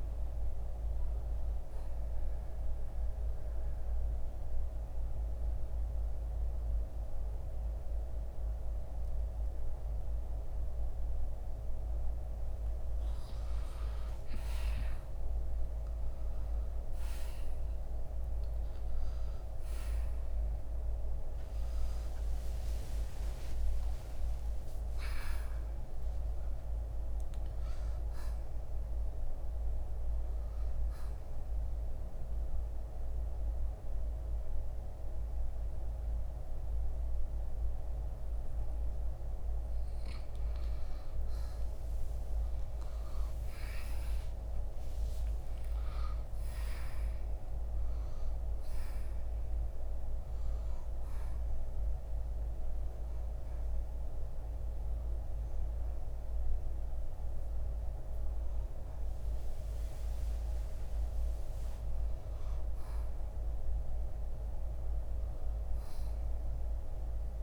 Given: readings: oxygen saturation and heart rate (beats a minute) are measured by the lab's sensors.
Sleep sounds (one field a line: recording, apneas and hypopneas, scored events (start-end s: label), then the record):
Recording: breathing in sleep, hard to hear, by a room microphone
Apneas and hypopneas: 2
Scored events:
0.50-21.50 s: oxygen desaturation (device-marked, oxygen 94% before, 85% lowest, heart rate 58 before, 55 extreme)
3.00-13.00 s: central apnea (oxygen 95% before, 85% lowest, heart rate 59 before, 55 extreme, up 11 after)
23.00-26.50 s: arousal
33.50-48.50 s: oxygen desaturation (device-marked, oxygen 95% before, 88% lowest, heart rate 69 before, 56 extreme)
44.50-47.50 s: arousal
49.50-62.00 s: hypopnea (oxygen 95% before, 87% lowest, heart rate 68 before, 57 extreme, up 6 after)
59.50-67.42 s: oxygen desaturation (device-marked, oxygen 95% before, 87% lowest, heart rate 66 before, 57 extreme)
64.00-67.42 s: arousal
From the record:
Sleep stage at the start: N2 (light sleep)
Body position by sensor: on the right side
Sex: male